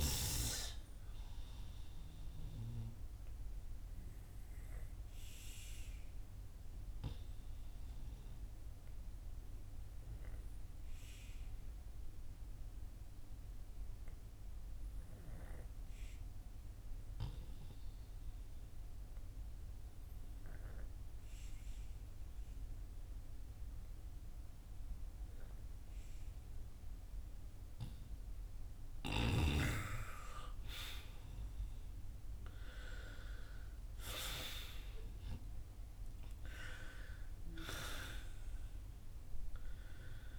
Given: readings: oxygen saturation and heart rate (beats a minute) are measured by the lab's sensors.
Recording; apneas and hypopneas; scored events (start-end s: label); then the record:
breathing in sleep by a room microphone; 1
1.50-28.00 s: obstructive apnea (oxygen 97% before, 89% lowest, heart rate 57 before, 44 extreme, up 11 after)
18.00-29.00 s: oxygen desaturation (device-marked, oxygen 94% before, 91% lowest, heart rate 55 before, 54 extreme)
31.50-37.00 s: arousal
From the record:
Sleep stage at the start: N2 (light sleep); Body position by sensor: on the back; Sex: male